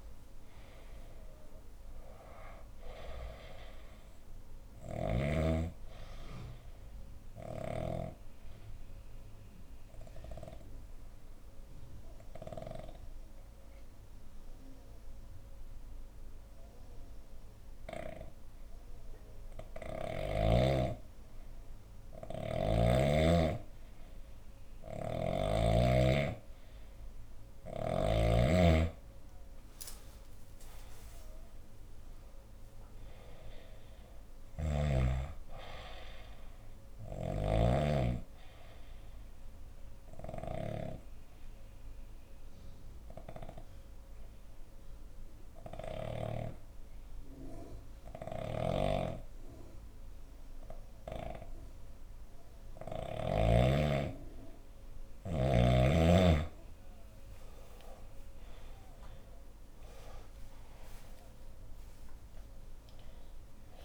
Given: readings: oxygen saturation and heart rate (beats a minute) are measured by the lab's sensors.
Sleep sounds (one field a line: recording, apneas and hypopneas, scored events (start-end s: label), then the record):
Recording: breathing in sleep by a room microphone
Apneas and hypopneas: 2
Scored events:
0.00-14.50 s: oxygen desaturation (device-marked, oxygen 88% lowest, heart rate 58 extreme)
3.50-28.50 s: obstructive apnea (oxygen 97% before, 88% lowest, heart rate 66 before, 57 extreme, up 12 after)
7.50-11.50 s: bradycardia (device-marked, heart rate 66 before, 58 extreme)
19.00-22.50 s: snoring (device-marked)
28.50-47.50 s: oxygen desaturation (device-marked, oxygen 97% before, 91% lowest, heart rate 61 before, 56 extreme)
30.50-35.00 s: arousal
34.00-40.50 s: snoring (device-marked)
37.00-54.50 s: obstructive apnea (oxygen 97% before, 90% lowest, heart rate 65 before, 54 extreme, up 17 after)
39.50-46.50 s: bradycardia (device-marked, heart rate 66 before, 57 extreme)
48.00-53.00 s: snoring (device-marked)
57.50-62.00 s: arousal
From the record:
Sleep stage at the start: N2 (light sleep)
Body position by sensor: on the left side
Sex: female